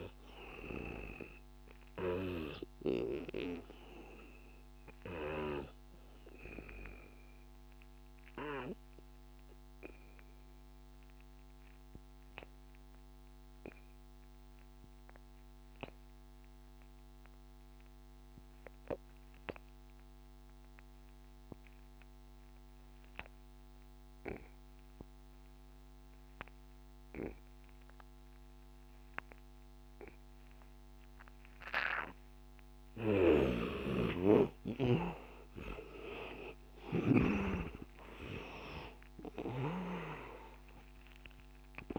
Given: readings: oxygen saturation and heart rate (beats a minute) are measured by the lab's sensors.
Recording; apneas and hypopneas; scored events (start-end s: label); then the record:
breathing in sleep by a microphone on the trachea; 1
0.00-15.50 s: oxygen desaturation (device-marked, oxygen 81% lowest, heart rate 76 extreme)
1.00-33.00 s: obstructive apnea (oxygen 99% before, 80% lowest, heart rate 87 before, 76 extreme, up 12 after)
23.50-41.99 s: oxygen desaturation (device-marked, oxygen 99% before, 80% lowest, heart rate 85 before, 79 extreme)
33.00-37.50 s: snoring (device-marked)
37.00-41.50 s: arousal
From the record:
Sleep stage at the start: N2 (light sleep); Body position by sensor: on the back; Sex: male